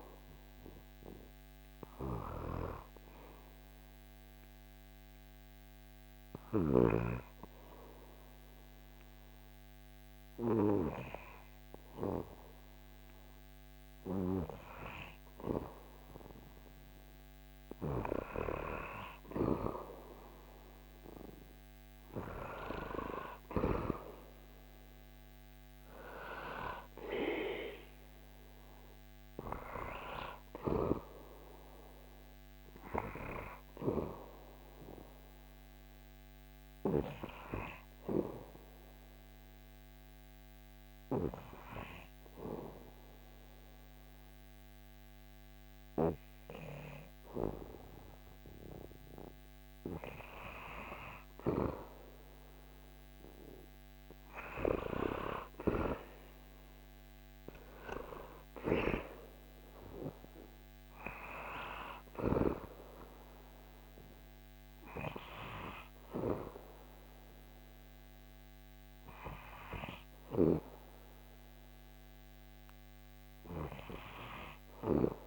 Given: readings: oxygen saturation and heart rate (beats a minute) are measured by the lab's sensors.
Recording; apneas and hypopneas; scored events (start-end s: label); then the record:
breathing in sleep by a microphone on the trachea; 2
5.50-17.50 s: hypopnea (oxygen 97% before, 95% lowest, heart rate 81 before, 71 extreme, up 1 after)
20.50-24.50 s: arousal
31.50-42.50 s: oxygen desaturation (device-marked, oxygen 98% before, 95% lowest, heart rate 77 before, 71 extreme)
35.00-48.50 s: hypopnea (oxygen 99% before, 95% lowest, heart rate 77 before, 71 extreme, up 8 after)
52.00-57.00 s: arousal
From the record:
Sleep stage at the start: N2 (light sleep); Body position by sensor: on the back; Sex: male